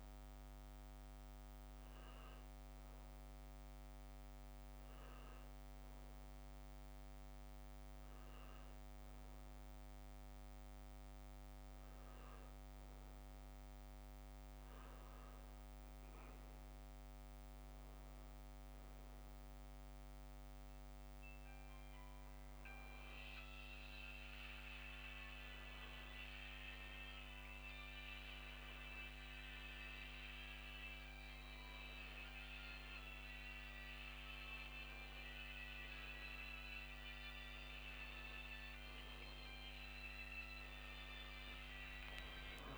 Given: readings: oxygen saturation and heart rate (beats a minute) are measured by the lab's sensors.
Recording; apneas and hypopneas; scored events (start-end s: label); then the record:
a person awake in a sleep study, by a microphone on the trachea; none
none scored
From the record:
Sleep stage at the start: awake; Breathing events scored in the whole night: 390 in 4.1 hours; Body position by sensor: on the back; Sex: male